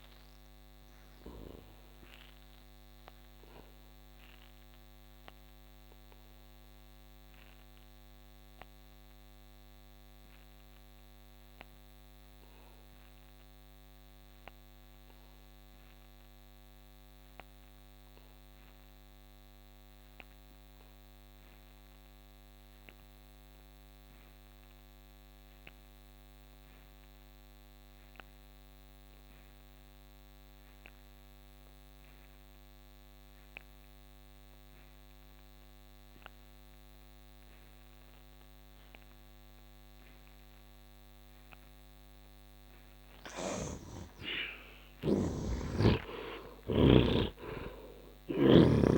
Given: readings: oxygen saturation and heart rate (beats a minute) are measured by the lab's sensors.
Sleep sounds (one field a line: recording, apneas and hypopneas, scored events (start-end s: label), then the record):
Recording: breathing in sleep by a microphone on the trachea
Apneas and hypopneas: 1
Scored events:
0.00-21.50 s: oxygen desaturation (device-marked, oxygen 52% lowest, heart rate 67 extreme)
2.50-41.00 s: obstructive apnea (oxygen 95% before, 50% lowest, heart rate 80 before, 67 extreme, up 17 after)
29.50-48.98 s: oxygen desaturation (device-marked, oxygen 84% before, 50% lowest, heart rate 69 before, 69 extreme)
43.00-46.50 s: snoring (device-marked)
43.50-47.50 s: arousal
From the record:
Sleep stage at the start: N2 (light sleep)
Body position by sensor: on the back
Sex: male